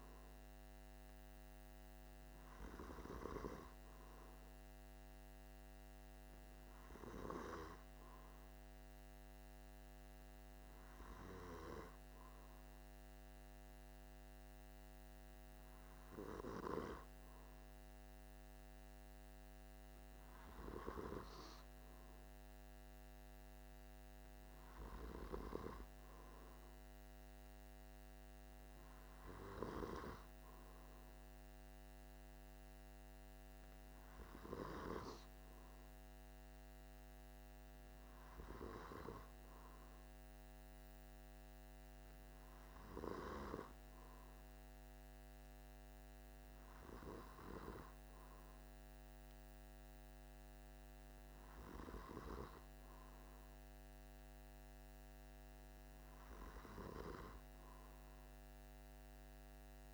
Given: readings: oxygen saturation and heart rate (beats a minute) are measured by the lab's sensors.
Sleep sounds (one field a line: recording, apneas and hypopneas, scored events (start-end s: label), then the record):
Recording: breathing in sleep by a microphone on the trachea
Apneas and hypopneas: none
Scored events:
none scored
From the record:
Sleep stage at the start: N2 (light sleep)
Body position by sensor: on the back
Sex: male